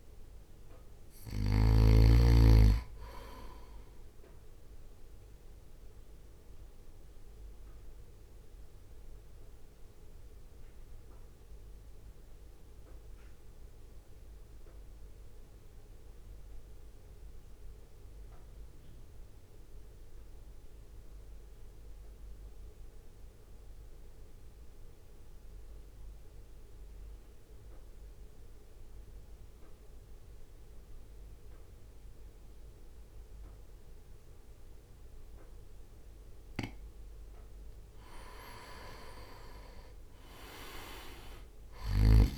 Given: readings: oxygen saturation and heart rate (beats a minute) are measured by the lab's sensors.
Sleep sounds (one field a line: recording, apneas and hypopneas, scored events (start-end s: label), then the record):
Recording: breathing in sleep by a room microphone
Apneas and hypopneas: 1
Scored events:
0.00-2.00 s: snoring (device-marked)
0.00-8.00 s: drop in pulse transit time (device-marked, heart rate 52 extreme)
0.00-9.00 s: oxygen desaturation (device-marked, oxygen 89% lowest, heart rate 52 extreme)
4.50-37.50 s: mixed apnea (oxygen 99% before, 88% lowest, heart rate 58 before, 47 extreme, up 2 after)
15.00-26.00 s: oxygen desaturation (device-marked, oxygen 91% before, 88% lowest, heart rate 55 before, 47 extreme)
38.00-42.38 s: oxygen desaturation (device-marked, oxygen 98% before, 91% lowest, heart rate 61 before, 47 extreme)
39.50-42.38 s: arousal
41.00-42.38 s: drop in pulse transit time (device-marked, heart rate 61 before, 47 extreme)
From the record:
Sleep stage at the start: N2 (light sleep)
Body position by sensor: on the right side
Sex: male